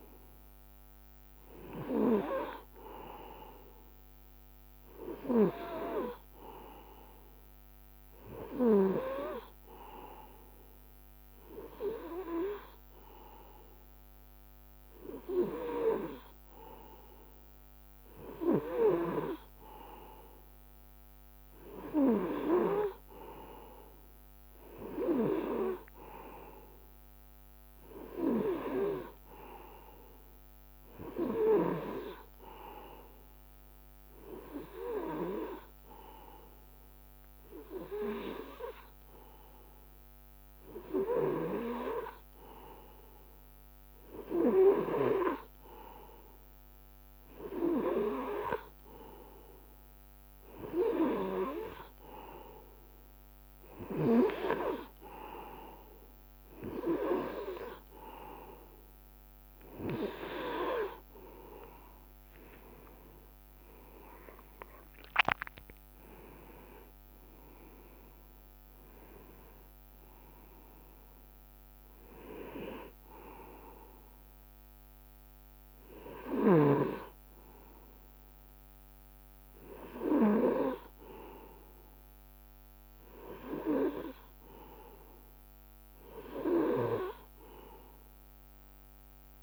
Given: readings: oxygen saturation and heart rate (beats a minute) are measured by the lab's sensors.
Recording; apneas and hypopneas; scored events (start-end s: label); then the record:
breathing in sleep by a microphone on the trachea; 1
35.00-45.00 s: obstructive apnea (oxygen 98% before, 96% lowest, heart rate 66 before, 66 extreme, up 1 after)
61.00-63.00 s: long interval between heartbeats (device-marked, heart rate 67 before, 75 extreme)
62.00-66.50 s: arousal
From the record:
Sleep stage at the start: N2 (light sleep); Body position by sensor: on the right side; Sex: male